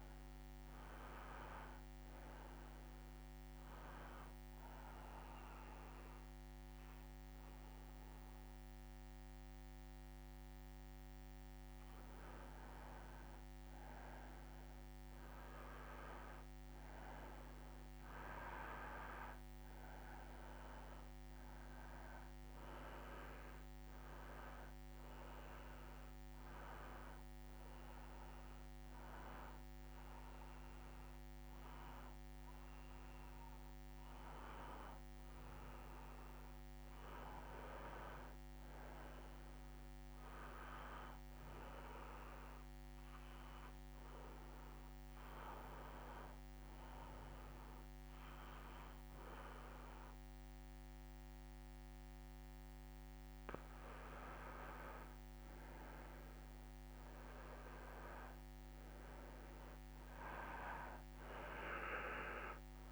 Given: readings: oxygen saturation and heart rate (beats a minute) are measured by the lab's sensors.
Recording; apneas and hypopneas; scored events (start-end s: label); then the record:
breathing in sleep by a microphone on the trachea; 2
3.00-13.50 s: hypopnea (oxygen 97% before, 90% lowest)
17.50-21.00 s: arousal
24.00-35.00 s: oxygen desaturation (device-marked, oxygen 93% before, 90% lowest)
37.00-40.00 s: arousal
42.00-53.50 s: hypopnea (oxygen 96% before, 90% lowest)
54.50-58.50 s: arousal
58.00-62.92 s: oxygen desaturation (device-marked, oxygen 93% before, 90% lowest)
From the record:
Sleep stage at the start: N2 (light sleep); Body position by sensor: on the back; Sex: male